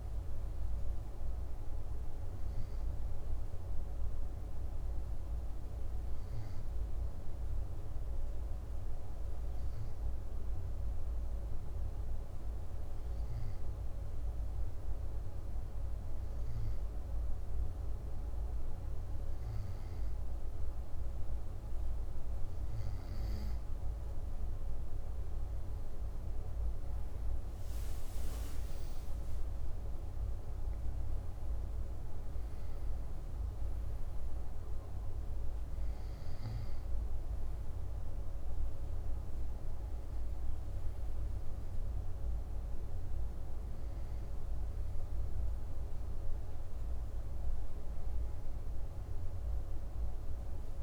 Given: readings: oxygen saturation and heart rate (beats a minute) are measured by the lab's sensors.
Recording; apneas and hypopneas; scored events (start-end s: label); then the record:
breathing in sleep, hard to hear, by a room microphone; 1
0.00-6.00 s: oxygen desaturation (device-marked, oxygen 94% lowest, heart rate 55 extreme)
8.00-26.00 s: hypopnea (oxygen 97% before, 95% lowest, heart rate 62 before, 52 extreme, up 10 after)
27.50-31.50 s: arousal
From the record:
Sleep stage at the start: N2 (light sleep); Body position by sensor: on the back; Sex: male